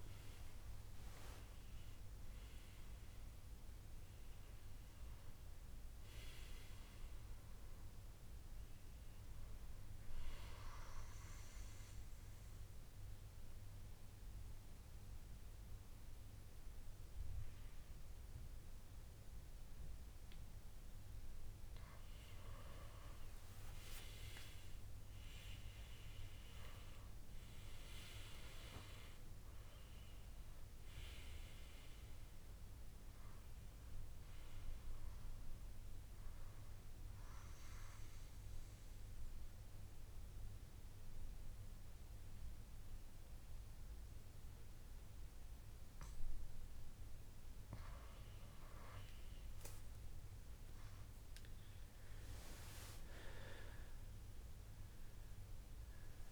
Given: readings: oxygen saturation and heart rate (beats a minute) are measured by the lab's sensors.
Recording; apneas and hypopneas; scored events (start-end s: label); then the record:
a person partly awake in a sleep study, by a room microphone; 2
9.00-56.32 s: new sleep stage, N2 (light sleep)
11.50-22.00 s: obstructive apnea (oxygen 97% before, 94% lowest, heart rate 77 before, 64 extreme, up 12 after)
26.00-29.50 s: arousal
37.50-49.00 s: obstructive apnea (oxygen 97% before, 92% lowest, heart rate 71 before, 63 extreme, up 7 after)
50.50-54.50 s: arousal
From the record:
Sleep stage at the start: awake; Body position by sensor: on the back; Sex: male